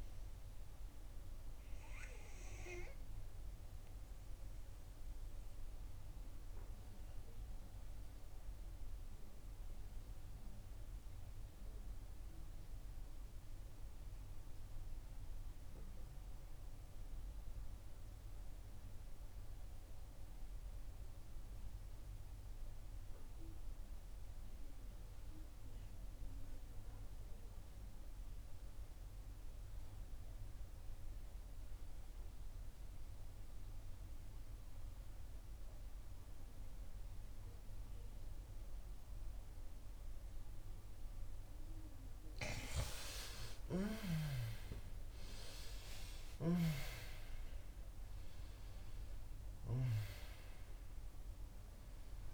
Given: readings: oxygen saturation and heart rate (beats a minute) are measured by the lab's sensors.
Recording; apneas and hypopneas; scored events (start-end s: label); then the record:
breathing in sleep by a room microphone; 1
0.00-10.00 s: oxygen desaturation (device-marked, oxygen 84% lowest, heart rate 62 extreme)
4.00-42.00 s: obstructive apnea (oxygen 93% before, 84% lowest, heart rate 70 before, 62 extreme, up 9 after)
30.00-52.34 s: oxygen desaturation (device-marked, oxygen 96% before, 84% lowest, heart rate 63 before, 63 extreme)
43.00-47.00 s: arousal
From the record:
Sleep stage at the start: N2 (light sleep); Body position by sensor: on the back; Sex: female